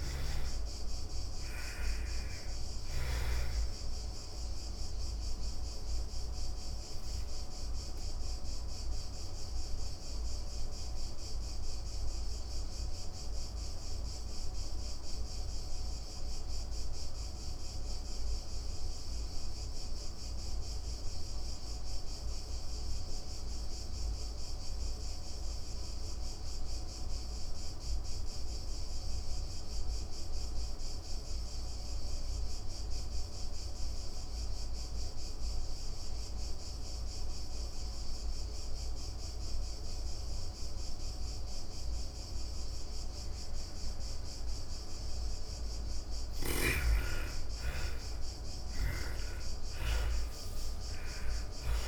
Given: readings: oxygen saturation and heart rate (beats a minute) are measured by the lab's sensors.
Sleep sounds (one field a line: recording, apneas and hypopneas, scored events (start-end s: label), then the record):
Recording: breathing in sleep by a room microphone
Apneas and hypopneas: 1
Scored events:
0.00-2.00 s: snoring (device-marked)
0.00-26.50 s: oxygen desaturation (device-marked, oxygen 77% lowest, heart rate 57 extreme)
4.50-45.00 s: obstructive apnea (oxygen 99% before, 75% lowest, heart rate 110 before, 57 extreme)
33.50-51.88 s: oxygen desaturation (device-marked, oxygen 98% before, 75% lowest, heart rate 106 before, 67 extreme)
46.50-51.50 s: arousal
From the record:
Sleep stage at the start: N2 (light sleep)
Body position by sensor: on the back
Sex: female